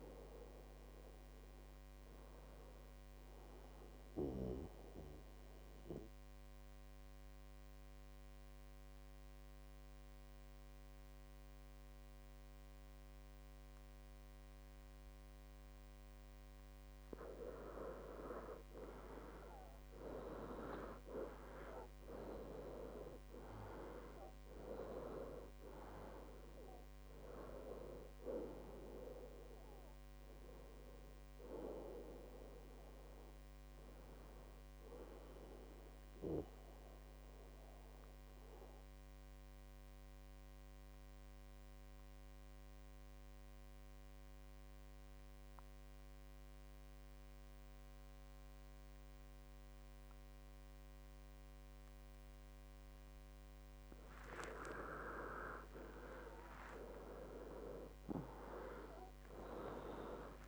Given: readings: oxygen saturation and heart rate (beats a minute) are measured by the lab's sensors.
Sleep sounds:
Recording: breathing in sleep by a microphone on the trachea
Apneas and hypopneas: 2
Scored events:
0.00-2.00 s: oxygen desaturation (device-marked, oxygen 93% lowest, heart rate 60 extreme)
3.50-17.00 s: obstructive apnea (oxygen 97% before, 93% lowest, heart rate 92 before, 60 extreme, up 20 after)
19.50-24.00 s: arousal
25.00-44.00 s: oxygen desaturation (device-marked, oxygen 98% before, 94% lowest, heart rate 66 before, 58 extreme)
36.50-52.00 s: mixed apnea (oxygen 98% before, 93% lowest, heart rate 74 before, 58 extreme, up 19 after)
55.50-60.48 s: arousal
58.00-60.48 s: oxygen desaturation (device-marked, oxygen 98% before, 93% lowest, heart rate 62 before, 61 extreme)
From the record:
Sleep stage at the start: N2 (light sleep)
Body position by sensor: on the back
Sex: male

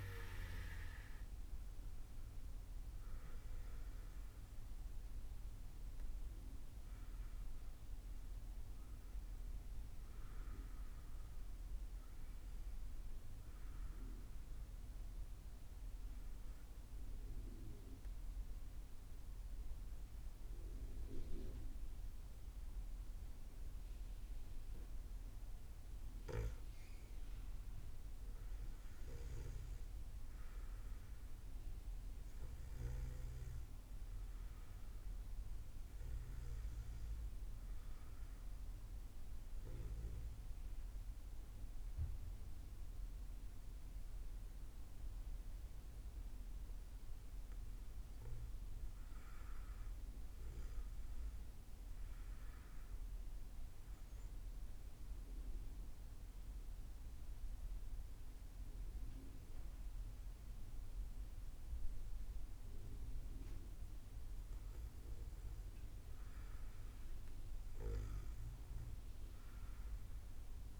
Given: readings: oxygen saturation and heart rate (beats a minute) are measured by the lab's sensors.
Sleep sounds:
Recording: breathing in sleep by a room microphone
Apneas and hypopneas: 2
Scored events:
16.00-26.00 s: obstructive apnea (oxygen 96% before, 92% lowest, heart rate 60 before, 59 extreme, up 8 after)
35.50-40.00 s: arousal
53.00-64.50 s: obstructive apnea (oxygen 97% before, 92% lowest, heart rate 62 before, 63 extreme, up 8 after)
From the record:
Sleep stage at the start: N2 (light sleep)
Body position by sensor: on the back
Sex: female

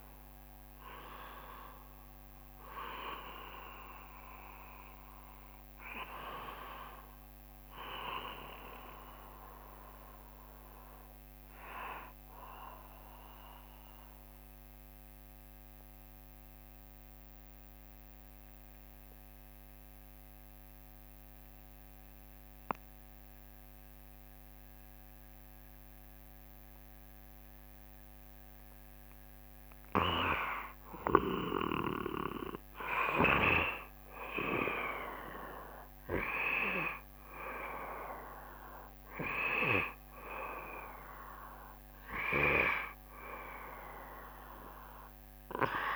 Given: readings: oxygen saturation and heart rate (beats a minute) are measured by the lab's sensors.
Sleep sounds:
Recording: breathing in sleep by a microphone on the trachea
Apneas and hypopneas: 1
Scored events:
8.50-29.50 s: obstructive apnea (oxygen 88% before, 85% lowest, heart rate 84 before, 69 extreme, up 3 after)
31.50-36.50 s: arousal
31.50-45.96 s: oxygen desaturation (device-marked, oxygen 95% before, 86% lowest, heart rate 69 before, 68 extreme)
45.50-45.96 s: new sleep stage, N2 (light sleep)
From the record:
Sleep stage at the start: N1 (lightest sleep)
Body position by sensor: on the right side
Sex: male

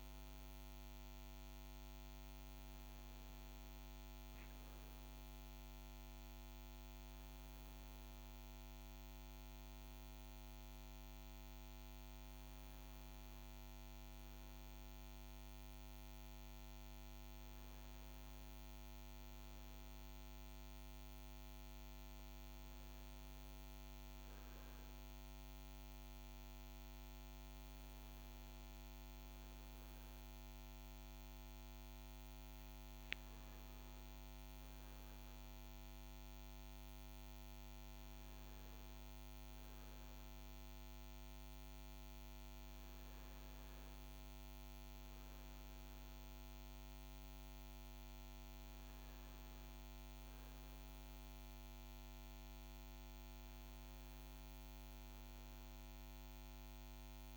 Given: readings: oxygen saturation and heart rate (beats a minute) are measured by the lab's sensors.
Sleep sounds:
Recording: breathing in sleep, hard to hear, by a microphone on the trachea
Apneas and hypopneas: none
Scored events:
none scored
From the record:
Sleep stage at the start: N1 (lightest sleep)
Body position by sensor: on the front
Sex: male

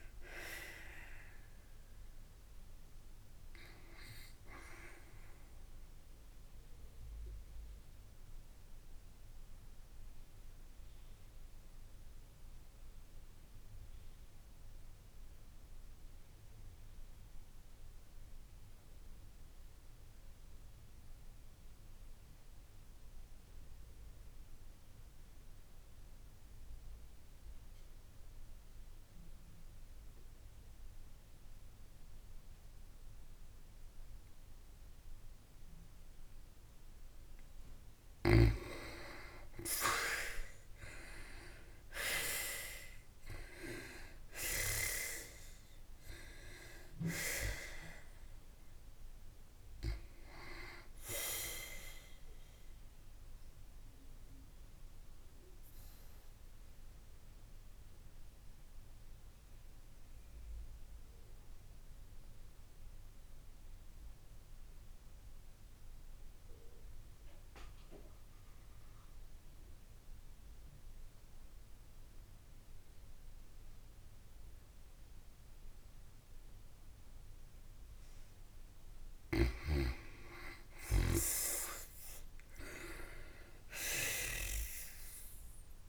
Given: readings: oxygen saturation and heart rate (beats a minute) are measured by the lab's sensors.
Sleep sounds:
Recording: breathing in sleep by a room microphone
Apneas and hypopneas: 2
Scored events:
0.00-5.00 s: oxygen desaturation (device-marked, oxygen 92% lowest, heart rate 52 extreme)
6.50-37.00 s: obstructive apnea (oxygen 96% before, 85% lowest, heart rate 63 before, 52 extreme, up 6 after)
29.00-41.00 s: oxygen desaturation (device-marked, oxygen 94% before, 85% lowest, heart rate 55 before, 55 extreme)
41.00-45.50 s: arousal
52.50-78.00 s: obstructive apnea (oxygen 97% before, 85% lowest, heart rate 59 before, 53 extreme, up 6 after)
80.00-85.89 s: oxygen desaturation (device-marked, oxygen 95% before, 85% lowest, heart rate 55 before, 53 extreme)
80.50-84.00 s: arousal
From the record:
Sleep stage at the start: N2 (light sleep)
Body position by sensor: on the back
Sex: female

